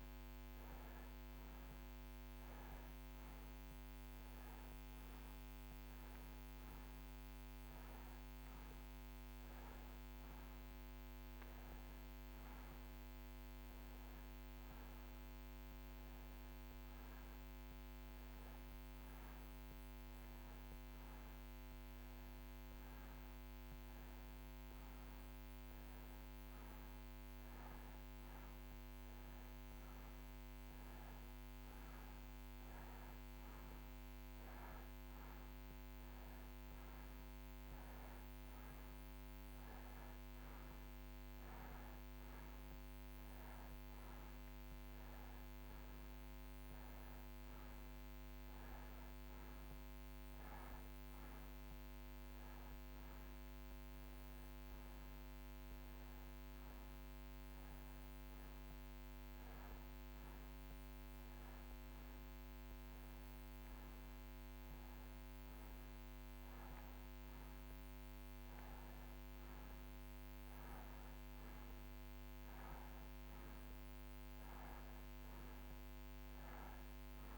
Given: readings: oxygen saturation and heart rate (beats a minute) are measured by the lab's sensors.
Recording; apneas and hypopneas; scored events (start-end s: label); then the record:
a person partly awake in a sleep study, hard to hear, by a microphone on the trachea; none
28.00-77.38 s: new sleep stage, N1 (lightest sleep)
From the record:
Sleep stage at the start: awake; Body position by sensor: on the right side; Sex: male